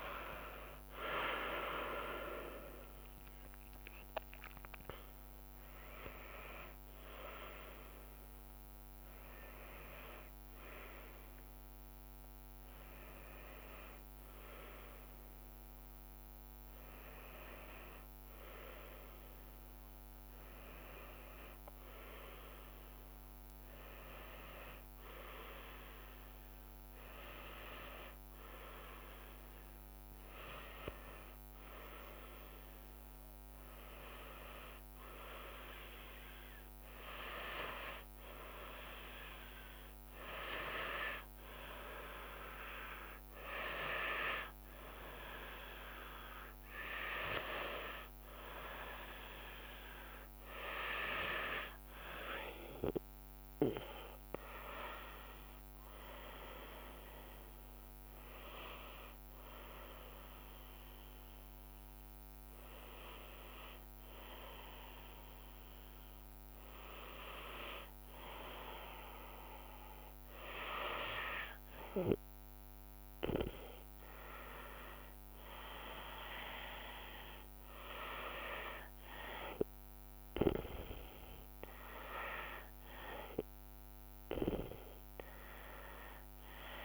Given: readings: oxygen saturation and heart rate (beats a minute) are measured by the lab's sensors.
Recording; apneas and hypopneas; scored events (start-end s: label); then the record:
a person partly awake in a sleep study, by a microphone on the trachea; none
0.00-11.50 s: drop in pulse transit time (device-marked, heart rate 37 extreme)
19.50-49.50 s: new sleep stage, N1 (lightest sleep)
49.50-86.85 s: new sleep stage, N2 (light sleep)
From the record:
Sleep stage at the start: awake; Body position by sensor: on the back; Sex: female